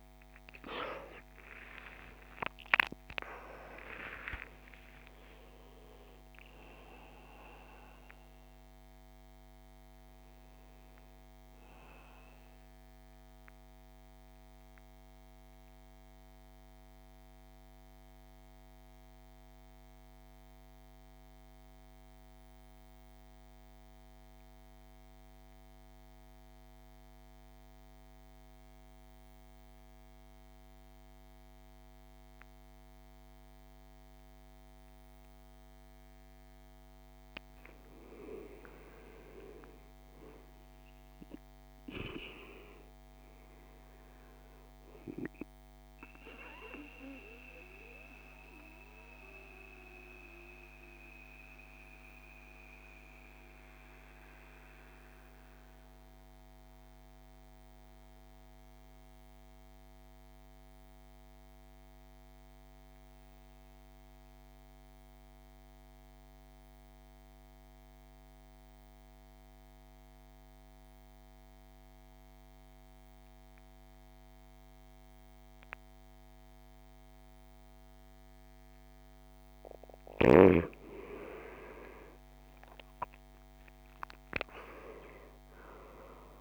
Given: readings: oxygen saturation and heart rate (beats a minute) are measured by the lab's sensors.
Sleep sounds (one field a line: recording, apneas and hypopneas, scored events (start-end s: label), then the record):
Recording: breathing in sleep by a microphone on the trachea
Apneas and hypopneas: 2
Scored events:
0.00-3.50 s: arousal
0.00-28.50 s: oxygen desaturation (device-marked, oxygen 81% lowest, heart rate 50 extreme)
13.00-36.50 s: central apnea (oxygen 99% before, 81% lowest, heart rate 67 before, 50 extreme, up 11 after)
36.50-65.50 s: oxygen desaturation (device-marked, oxygen 100% before, 87% lowest, heart rate 52 before, 52 extreme)
38.50-42.50 s: arousal
47.00-79.00 s: mixed apnea (oxygen 100% before, 80% lowest, heart rate 57 before, 48 extreme, up 18 after)
74.50-86.41 s: oxygen desaturation (device-marked, oxygen 99% before, 80% lowest, heart rate 54 before, 48 extreme)
81.00-86.00 s: arousal
From the record:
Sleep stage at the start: N2 (light sleep)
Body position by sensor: on the right side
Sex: male